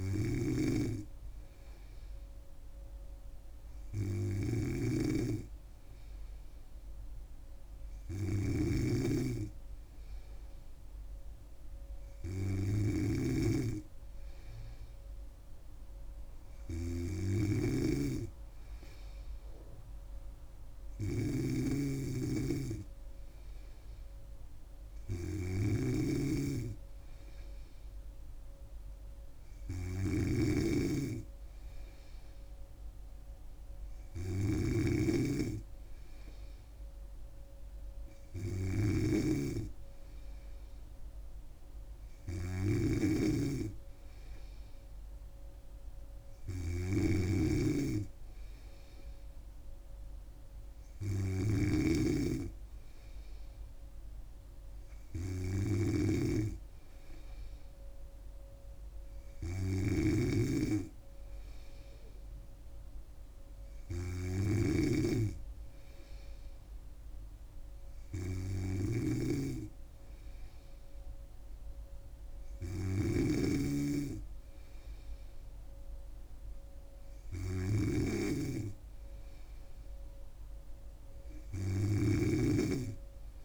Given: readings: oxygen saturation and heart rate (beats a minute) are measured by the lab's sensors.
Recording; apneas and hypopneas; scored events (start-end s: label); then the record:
breathing in sleep by a room microphone; none
0.00-83.45 s: snoring (device-marked)
From the record:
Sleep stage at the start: N3 (deep sleep); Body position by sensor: on the back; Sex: female